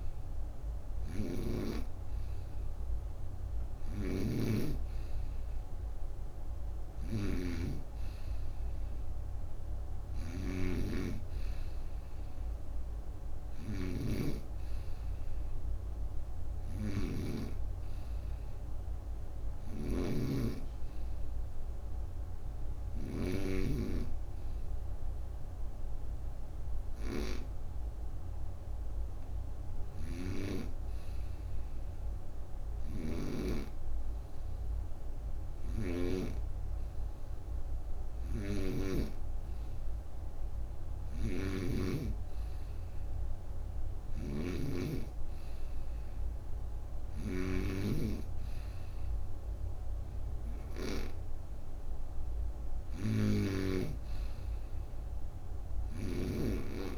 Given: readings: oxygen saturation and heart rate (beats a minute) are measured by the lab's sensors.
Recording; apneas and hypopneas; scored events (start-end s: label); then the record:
breathing in sleep by a room microphone; none
0.50-23.00 s: snoring (device-marked)
29.50-36.00 s: snoring (device-marked)
40.50-56.98 s: snoring (device-marked)
From the record:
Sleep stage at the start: N2 (light sleep); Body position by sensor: on the right side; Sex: female